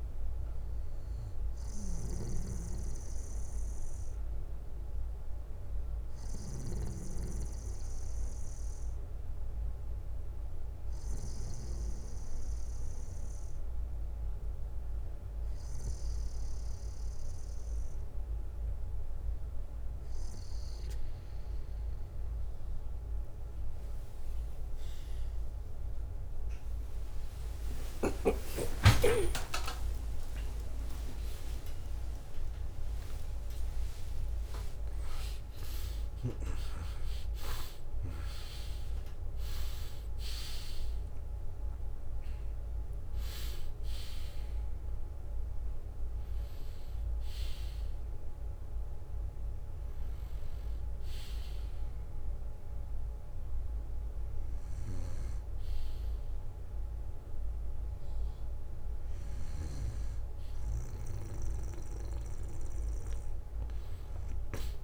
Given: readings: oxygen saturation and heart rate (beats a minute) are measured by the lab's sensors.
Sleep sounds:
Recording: breathing in sleep by a room microphone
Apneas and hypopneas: none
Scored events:
4.50-7.50 s: bradycardia (device-marked, heart rate 61 before, 58 extreme)
16.50-18.50 s: bradycardia (device-marked, heart rate 61 before, 58 extreme)
25.00-31.50 s: arousal
26.50-32.50 s: tachycardia (device-marked, heart rate 61 before, 140 extreme)
31.50-40.50 s: oxygen desaturation (device-marked, oxygen 96% before, 93% lowest, heart rate 71 before, 63 extreme)
From the record:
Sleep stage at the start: N2 (light sleep)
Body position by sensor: on the back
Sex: male

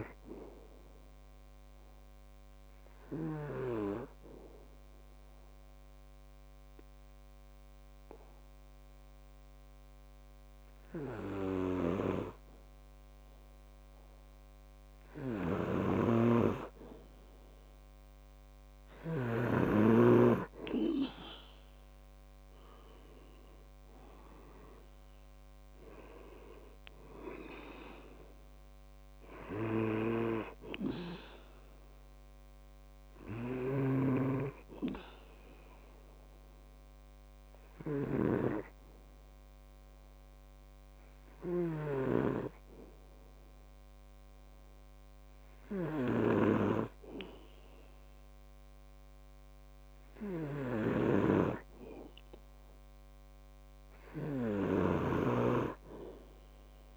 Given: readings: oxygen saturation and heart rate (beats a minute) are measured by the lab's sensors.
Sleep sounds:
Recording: breathing in sleep by a microphone on the trachea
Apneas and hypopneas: 2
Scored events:
0.00-9.00 s: oxygen desaturation (device-marked, oxygen 91% lowest, heart rate 67 extreme)
1.00-16.00 s: obstructive apnea (oxygen 98% before, 92% lowest, heart rate 70 before, 67 extreme, up 2 after)
15.50-19.50 s: snoring (device-marked)
19.00-44.00 s: oxygen desaturation (device-marked, oxygen 98% before, 92% lowest, heart rate 69 before, 65 extreme)
22.00-26.00 s: arousal
33.50-38.50 s: snoring (device-marked)
36.00-52.00 s: hypopnea (oxygen 98% before, 92% lowest, heart rate 70 before, 65 extreme, up 4 after)
46.00-56.96 s: snoring (device-marked)
53.00-56.50 s: arousal
From the record:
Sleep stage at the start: N2 (light sleep)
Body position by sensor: on the back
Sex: male

